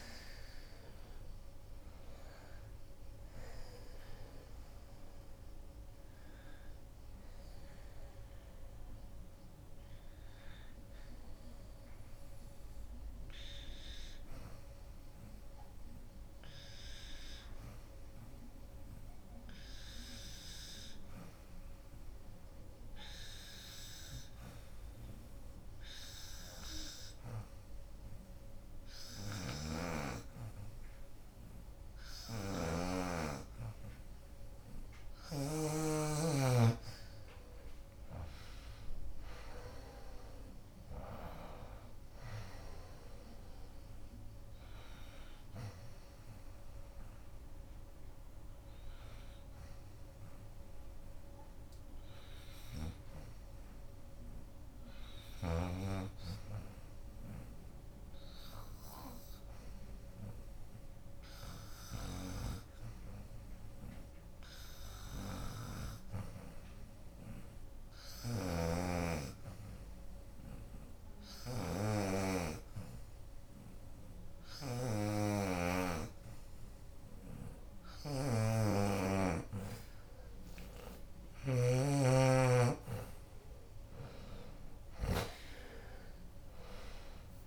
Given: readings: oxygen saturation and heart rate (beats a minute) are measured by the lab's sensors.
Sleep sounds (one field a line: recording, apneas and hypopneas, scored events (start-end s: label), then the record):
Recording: breathing in sleep by a room microphone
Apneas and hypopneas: 2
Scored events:
0.00-18.50 s: oxygen desaturation (device-marked, oxygen 88% lowest, heart rate 73 extreme)
14.00-34.50 s: hypopnea (oxygen 95% before, 85% lowest, heart rate 84 before, 73 extreme, up 15 after)
27.50-58.50 s: oxygen desaturation (device-marked, oxygen 95% before, 86% lowest, heart rate 79 before, 73 extreme)
35.50-46.50 s: drop in pulse transit time (device-marked, heart rate 78 before, 74 extreme)
36.50-40.00 s: arousal
51.00-81.50 s: hypopnea (oxygen 95% before, 85% lowest, heart rate 79 before, 73 extreme, up 13 after)
70.50-87.47 s: oxygen desaturation (device-marked, oxygen 94% before, 85% lowest, heart rate 77 before, 73 extreme)
80.50-87.47 s: drop in pulse transit time (device-marked, heart rate 78 before, 79 extreme)
83.00-87.00 s: arousal
From the record:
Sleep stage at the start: N2 (light sleep)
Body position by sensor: on the back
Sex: female